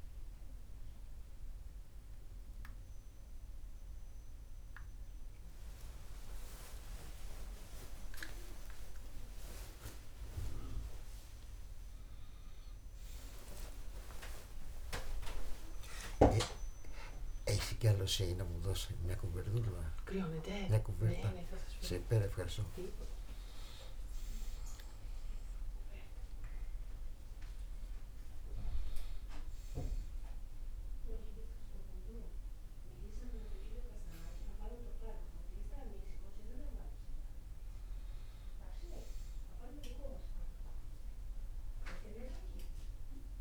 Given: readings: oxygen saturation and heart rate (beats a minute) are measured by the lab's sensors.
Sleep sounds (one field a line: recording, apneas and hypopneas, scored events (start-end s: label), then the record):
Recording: a person awake in a sleep study, by a room microphone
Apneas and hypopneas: none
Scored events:
none scored
From the record:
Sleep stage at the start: awake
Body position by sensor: on the back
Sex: male